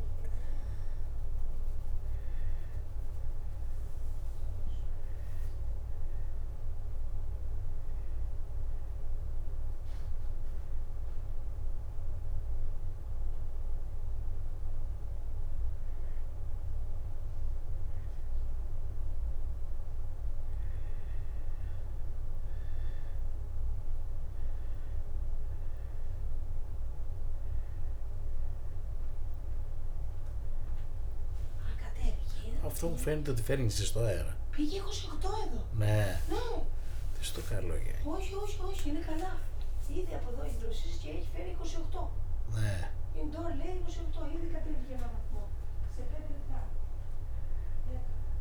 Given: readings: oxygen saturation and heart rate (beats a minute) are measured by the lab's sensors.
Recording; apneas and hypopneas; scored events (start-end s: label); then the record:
a person awake in a sleep study, by a room microphone; 1
4.00-8.00 s: arousal
10.50-20.50 s: hypopnea (oxygen 96% before, 91% lowest, heart rate 91 before, 89 extreme, up 17 after)
17.50-48.41 s: new sleep stage, awake
24.50-41.50 s: oxygen desaturation (device-marked, oxygen 95% before, 91% lowest, heart rate 125 before, 39 extreme)
32.50-37.50 s: snoring (device-marked)
From the record:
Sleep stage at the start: N2 (light sleep); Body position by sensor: on the back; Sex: male